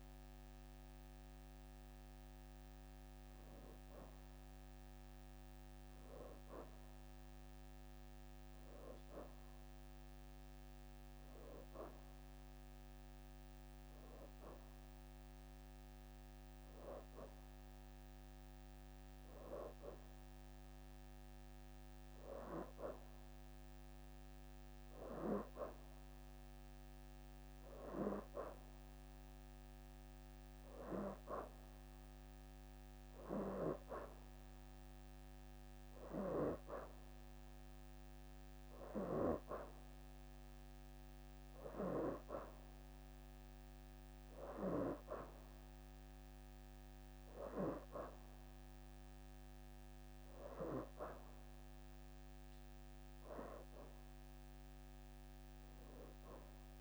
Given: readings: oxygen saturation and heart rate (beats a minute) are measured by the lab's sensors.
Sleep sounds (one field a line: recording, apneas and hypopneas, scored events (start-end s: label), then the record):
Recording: breathing in sleep by a microphone on the trachea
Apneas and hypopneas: none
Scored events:
3.00-11.00 s: oxygen desaturation (device-marked, oxygen 92% before, 87% lowest, heart rate 81 before, 78 extreme)
29.00-41.00 s: oxygen desaturation (device-marked, oxygen 91% before, 88% lowest, heart rate 80 before, 82 extreme)
From the record:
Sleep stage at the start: N2 (light sleep)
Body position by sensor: on the back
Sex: female